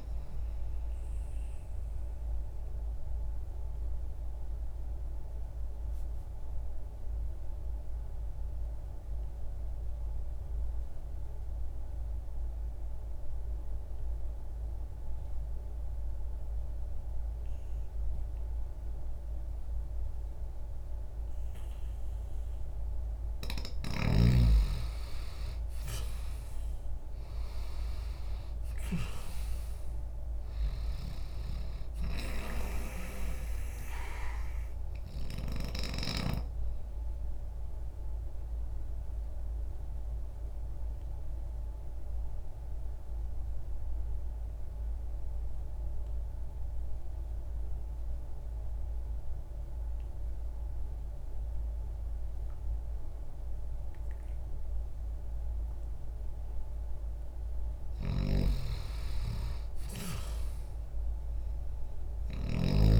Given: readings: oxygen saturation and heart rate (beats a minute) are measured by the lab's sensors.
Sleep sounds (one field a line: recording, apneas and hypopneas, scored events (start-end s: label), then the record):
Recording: breathing in sleep by a room microphone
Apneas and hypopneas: 2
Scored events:
0.00-11.50 s: oxygen desaturation (device-marked, oxygen 90% lowest, heart rate 60 extreme)
2.00-23.50 s: obstructive apnea (oxygen 97% before, 83% lowest, heart rate 61 before, 59 extreme, up 2 after)
13.50-26.50 s: oxygen desaturation (device-marked, oxygen 91% before, 84% lowest, heart rate 61 before, 59 extreme)
27.50-31.50 s: arousal
37.50-57.00 s: obstructive apnea (oxygen 96% before, 83% lowest, heart rate 61 before, 60 extreme, up 1 after)
42.50-58.50 s: oxygen desaturation (device-marked, oxygen 93% before, 83% lowest, heart rate 61 before, 60 extreme)
58.00-63.00 s: snoring (device-marked)
60.50-63.00 s: arousal
From the record:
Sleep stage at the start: N2 (light sleep)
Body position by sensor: on the left side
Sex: male